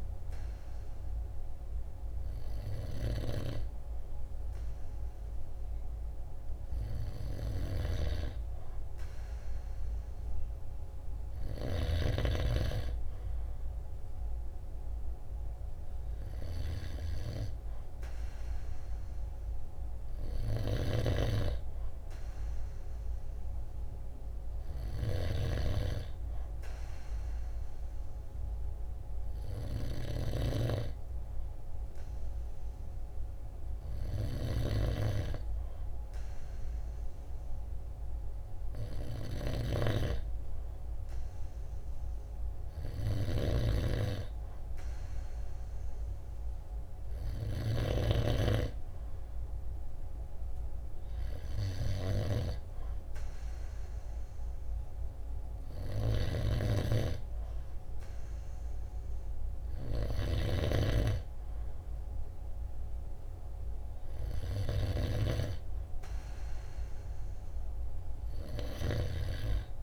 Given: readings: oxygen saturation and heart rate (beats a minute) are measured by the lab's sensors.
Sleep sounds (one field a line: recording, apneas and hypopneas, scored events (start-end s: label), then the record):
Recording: breathing in sleep by a room microphone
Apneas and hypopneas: none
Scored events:
none scored
From the record:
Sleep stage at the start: N2 (light sleep)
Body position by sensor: on the right side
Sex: male